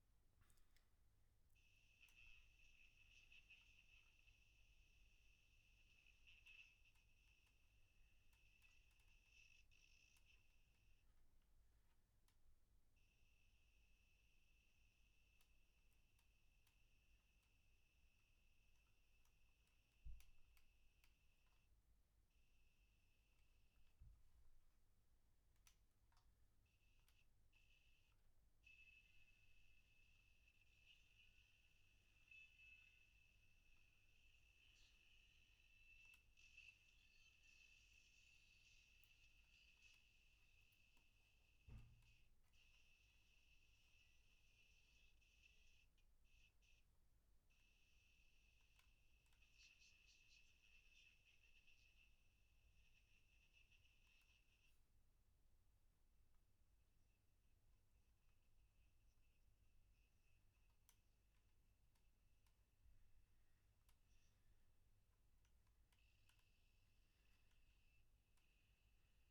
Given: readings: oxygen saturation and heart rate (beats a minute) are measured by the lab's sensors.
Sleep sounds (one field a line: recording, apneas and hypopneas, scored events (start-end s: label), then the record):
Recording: breathing in sleep by a room microphone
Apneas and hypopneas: none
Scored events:
none scored
From the record:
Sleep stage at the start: N1 (lightest sleep)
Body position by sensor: on the back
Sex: male